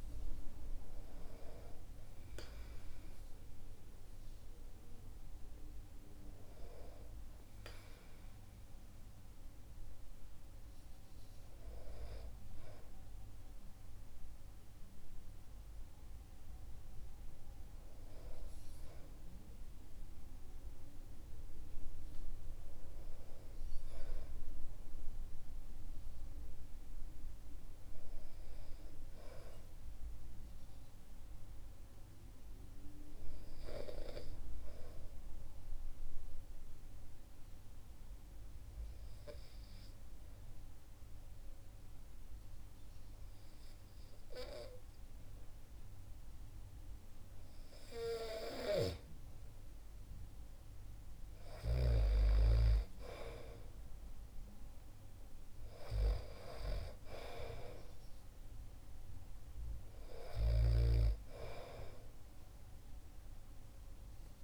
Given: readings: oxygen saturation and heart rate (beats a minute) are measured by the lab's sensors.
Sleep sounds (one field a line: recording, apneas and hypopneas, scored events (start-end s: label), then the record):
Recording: breathing in sleep by a room microphone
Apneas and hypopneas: 1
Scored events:
34.00-47.50 s: obstructive apnea (oxygen 97% before, 93% lowest, heart rate 62 before, 59 extreme, up 2 after)
49.00-53.00 s: arousal
50.00-64.44 s: oxygen desaturation (device-marked, oxygen 96% before, 93% lowest, heart rate 64 before, 59 extreme)
From the record:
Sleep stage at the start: N2 (light sleep)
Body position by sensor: on the back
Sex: male